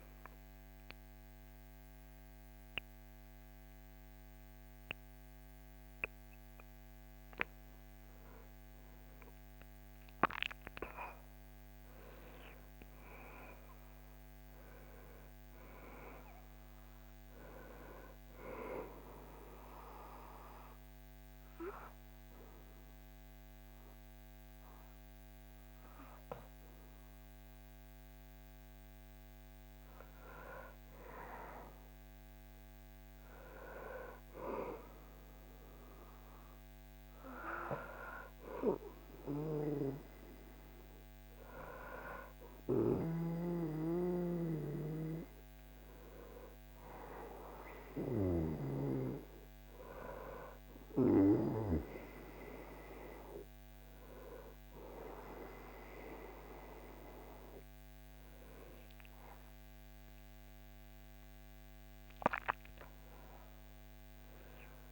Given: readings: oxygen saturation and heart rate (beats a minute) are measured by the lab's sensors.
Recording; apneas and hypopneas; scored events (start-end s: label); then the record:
breathing in sleep by a microphone on the trachea; 1
18.50-29.50 s: obstructive apnea (oxygen 100% before, 98% lowest, heart rate 81 before, 62 extreme, up 8 after)
32.00-37.00 s: arousal
From the record:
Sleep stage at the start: N1 (lightest sleep); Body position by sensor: on the back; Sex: male